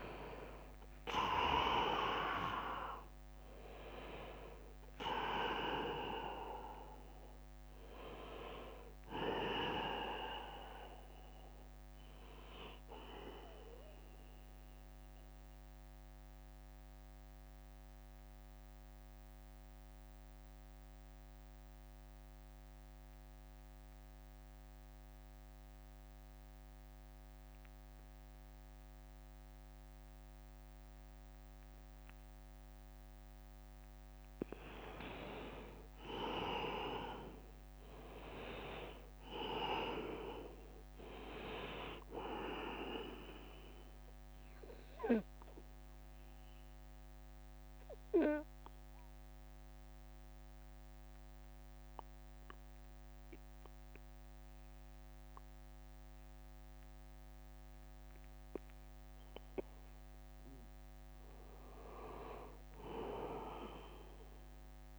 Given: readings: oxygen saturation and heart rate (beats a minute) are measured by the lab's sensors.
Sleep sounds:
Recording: breathing in sleep by a microphone on the trachea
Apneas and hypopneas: 2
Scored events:
0.00-4.00 s: drop in pulse transit time (device-marked, heart rate 75 extreme)
0.00-17.00 s: oxygen desaturation (device-marked, oxygen 89% lowest, heart rate 73 extreme)
12.50-32.00 s: central apnea (oxygen 99% before, 89% lowest, heart rate 78 before, 69 extreme, up 3 after)
33.50-37.50 s: arousal
37.00-47.00 s: drop in pulse transit time (device-marked, heart rate 76 before, 70 extreme)
37.00-62.00 s: oxygen desaturation (device-marked, oxygen 100% before, 92% lowest, heart rate 76 before, 69 extreme)
44.50-59.50 s: central apnea (oxygen 100% before, 84% lowest, heart rate 78 before, 72 extreme, up 9 after)
62.50-64.99 s: arousal
From the record:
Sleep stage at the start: N2 (light sleep)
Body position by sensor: on the back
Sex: male

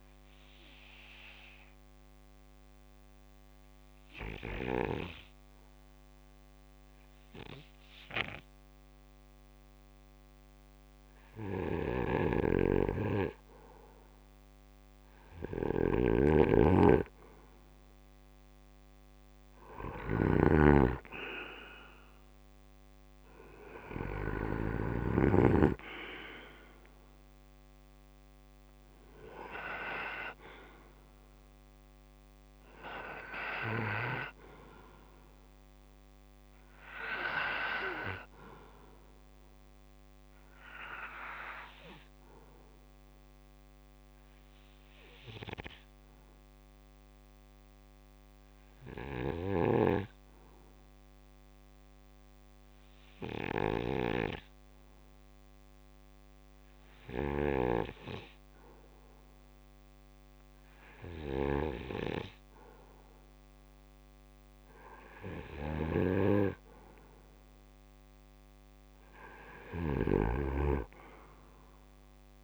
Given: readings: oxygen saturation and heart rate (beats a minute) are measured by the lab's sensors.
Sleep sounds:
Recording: breathing in sleep by a microphone on the trachea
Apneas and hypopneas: 2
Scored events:
0.00-24.50 s: oxygen desaturation (device-marked, oxygen 88% lowest, heart rate 66 extreme)
1.50-13.50 s: obstructive apnea (oxygen 97% before, 86% lowest, heart rate 67 before, 67 extreme, up 9 after)
11.00-24.50 s: snoring (device-marked)
21.00-25.50 s: arousal
39.50-63.00 s: obstructive apnea (oxygen 91% before, 86% lowest, heart rate 70 before, 66 extreme, up 8 after)
42.50-55.50 s: oxygen desaturation (device-marked, oxygen 89% before, 86% lowest, heart rate 68 before, 66 extreme)
48.50-69.50 s: snoring (device-marked)
65.00-69.00 s: arousal
67.50-72.44 s: oxygen desaturation (device-marked, oxygen 97% before, 89% lowest, heart rate 67 before, 66 extreme)
From the record:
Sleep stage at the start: REM sleep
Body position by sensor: on the back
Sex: male

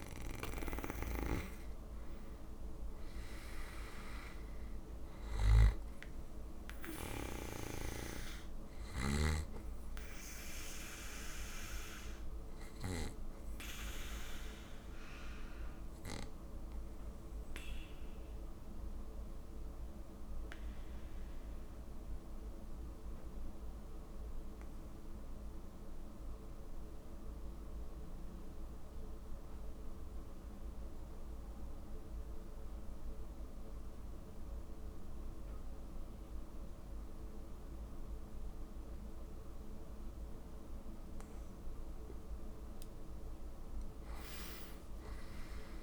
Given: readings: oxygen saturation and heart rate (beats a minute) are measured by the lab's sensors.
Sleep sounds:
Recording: breathing in sleep by a room microphone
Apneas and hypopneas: 1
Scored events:
0.00-25.50 s: oxygen desaturation (device-marked, oxygen 88% lowest, heart rate 37 extreme)
13.00-41.50 s: obstructive apnea (oxygen 97% before, 87% lowest, heart rate 47 before, 47 extreme, up 10 after)
41.50-45.83 s: oxygen desaturation (device-marked, oxygen 98% before, 87% lowest, heart rate 50 before, 49 extreme)
From the record:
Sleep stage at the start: N2 (light sleep)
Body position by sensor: on the back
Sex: male

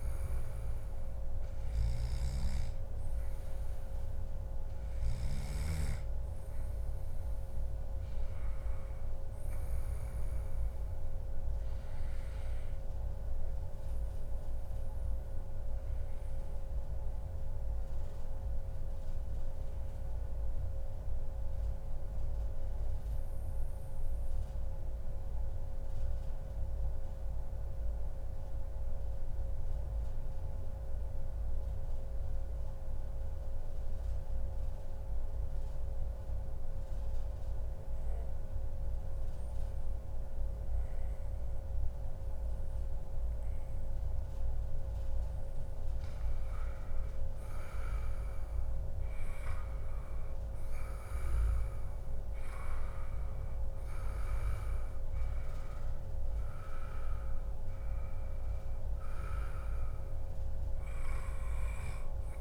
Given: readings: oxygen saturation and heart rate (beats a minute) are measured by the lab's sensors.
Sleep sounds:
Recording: breathing in sleep, hard to hear, by a room microphone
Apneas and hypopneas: 1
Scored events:
0.00-3.50 s: oxygen desaturation (device-marked, oxygen 94% lowest, heart rate 88 extreme)
14.00-43.50 s: obstructive apnea (oxygen 97% before, 94% lowest, heart rate 130 before, 96 extreme, up 0 after)
46.00-49.00 s: arousal
47.50-62.41 s: oxygen desaturation (device-marked, oxygen 97% before, 94% lowest, heart rate 142 before, 106 extreme)
From the record:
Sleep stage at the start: N2 (light sleep)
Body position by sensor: on the back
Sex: male

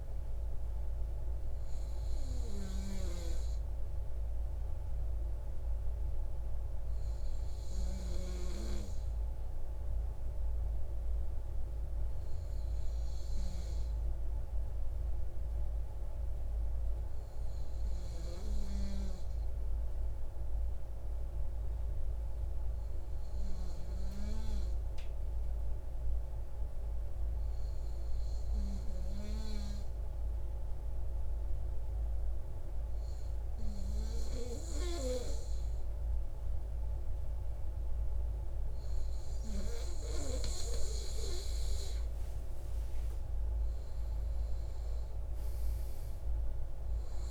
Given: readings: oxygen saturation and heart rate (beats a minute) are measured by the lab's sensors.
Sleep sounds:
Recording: breathing in sleep by a room microphone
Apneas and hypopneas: 1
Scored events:
7.50-40.50 s: obstructive apnea (oxygen 97% before, 95% lowest, heart rate 86 before, 27 extreme)
43.00-47.31 s: arousal
From the record:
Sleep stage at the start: N2 (light sleep)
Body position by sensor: on the right side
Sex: male

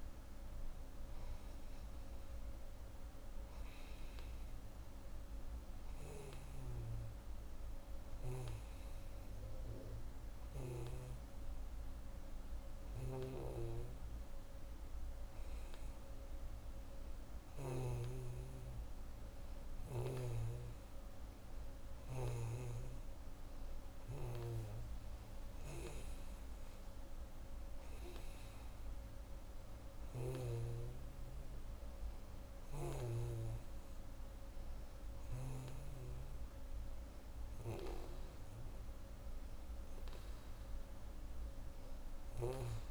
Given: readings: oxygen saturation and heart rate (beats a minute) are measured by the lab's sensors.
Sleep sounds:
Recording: breathing in sleep by a room microphone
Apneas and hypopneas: none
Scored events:
31.00-35.50 s: arousal
From the record:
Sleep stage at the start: N2 (light sleep)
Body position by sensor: on the back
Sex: female

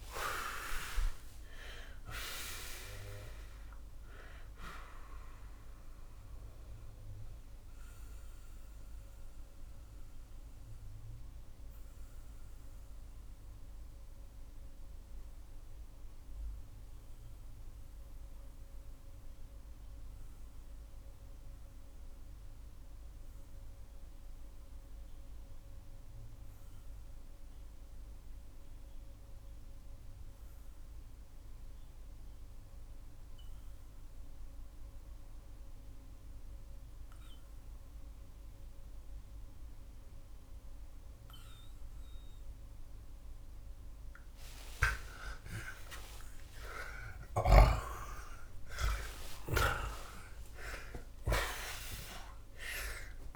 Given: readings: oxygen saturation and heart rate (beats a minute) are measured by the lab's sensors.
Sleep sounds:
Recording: breathing in sleep by a room microphone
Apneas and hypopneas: 1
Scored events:
0.00-7.50 s: oxygen desaturation (device-marked, oxygen 89% lowest)
5.50-45.00 s: mixed apnea (oxygen 93% before, 76% lowest)
38.50-46.50 s: oxygen desaturation (device-marked, oxygen 86% before, 81% lowest)
46.00-50.00 s: arousal
From the record:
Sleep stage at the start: REM sleep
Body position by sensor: on the back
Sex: male

